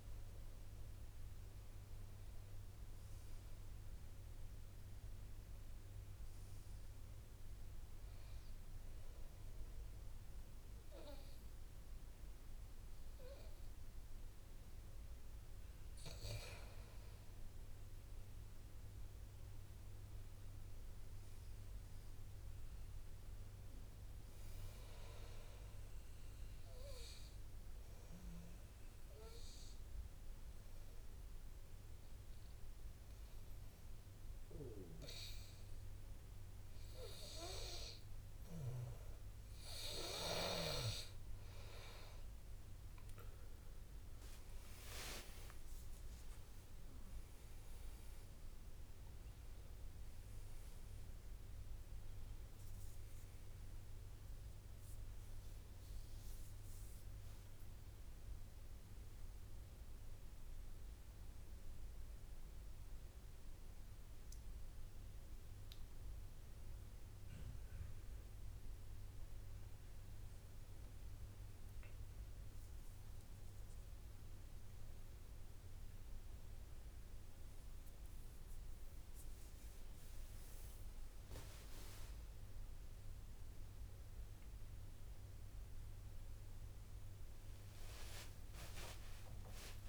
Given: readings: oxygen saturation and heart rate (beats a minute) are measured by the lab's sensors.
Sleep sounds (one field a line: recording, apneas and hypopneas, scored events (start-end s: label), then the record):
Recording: breathing in sleep by a room microphone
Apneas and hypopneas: 3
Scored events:
1.50-5.00 s: arousal
7.50-17.50 s: obstructive apnea (oxygen 99% before, 92% lowest, heart rate 65 before, 59 extreme, up 7 after)
19.50-23.00 s: arousal
21.50-36.50 s: oxygen desaturation (device-marked, oxygen 98% before, 94% lowest, heart rate 61 before, 56 extreme)
28.50-41.00 s: obstructive apnea (oxygen 99% before, 92% lowest, heart rate 61 before, 56 extreme, up 18 after)
43.00-48.00 s: arousal
43.50-73.50 s: new sleep stage, N1 (lightest sleep)
45.50-47.50 s: long interval between heartbeats (device-marked, heart rate 62 before, 79 extreme)
45.50-67.50 s: oxygen desaturation (device-marked, oxygen 97% before, 92% lowest, heart rate 62 before, 56 extreme)
61.00-73.00 s: hypopnea (oxygen 97% before, 92% lowest, heart rate 67 before, 66 extreme, up 30 after)
73.50-89.89 s: new sleep stage, awake
78.50-80.50 s: long interval between heartbeats (device-marked, heart rate 68 before, 78 extreme)
From the record:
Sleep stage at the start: N2 (light sleep)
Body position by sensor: on the back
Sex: male